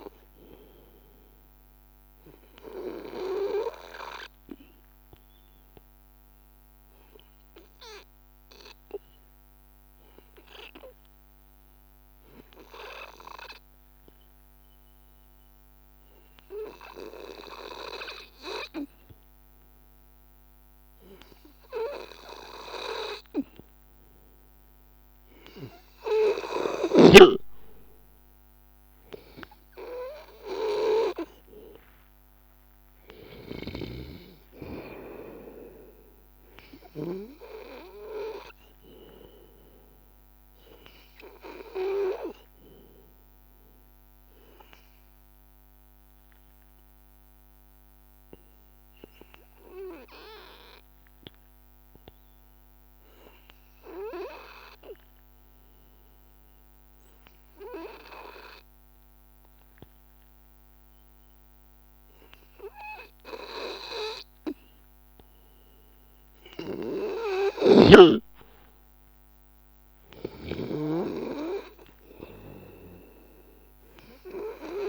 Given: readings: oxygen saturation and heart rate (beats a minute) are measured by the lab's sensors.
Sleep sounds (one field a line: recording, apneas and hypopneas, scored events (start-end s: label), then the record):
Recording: breathing in sleep by a microphone on the trachea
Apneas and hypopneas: 2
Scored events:
5.50-24.00 s: hypopnea (oxygen 96% before, 92% lowest, heart rate 83 before, 81 extreme, up 2 after)
25.50-29.50 s: arousal
28.50-53.50 s: oxygen desaturation (device-marked, oxygen 97% before, 92% lowest, heart rate 82 before, 81 extreme)
44.50-62.00 s: hypopnea (oxygen 97% before, 92% lowest, heart rate 83 before, 81 extreme, up 1 after)
64.50-68.50 s: arousal
67.50-74.89 s: oxygen desaturation (device-marked, oxygen 98% before, 93% lowest, heart rate 82 before, 82 extreme)
From the record:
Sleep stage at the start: N2 (light sleep)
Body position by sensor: on the back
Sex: male